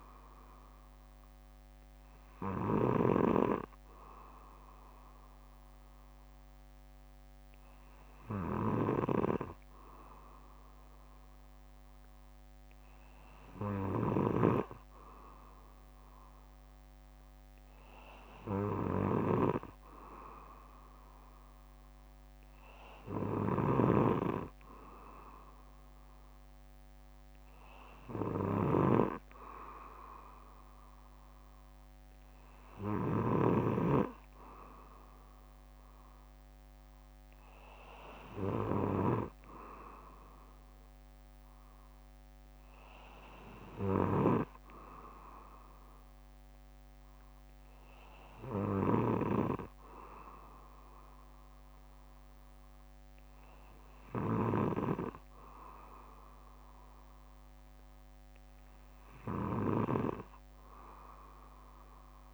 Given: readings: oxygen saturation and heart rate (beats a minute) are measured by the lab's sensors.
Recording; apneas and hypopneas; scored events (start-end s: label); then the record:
breathing in sleep by a microphone on the trachea; none
5.00-11.00 s: bradycardia (device-marked, heart rate 61 before, 56 extreme)
12.00-15.00 s: bradycardia (device-marked, heart rate 61 before, 58 extreme)
17.00-19.00 s: bradycardia (device-marked, heart rate 61 before, 59 extreme)
55.00-57.00 s: bradycardia (device-marked, heart rate 61 before, 62 extreme)
From the record:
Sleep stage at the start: N2 (light sleep); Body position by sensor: on the back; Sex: male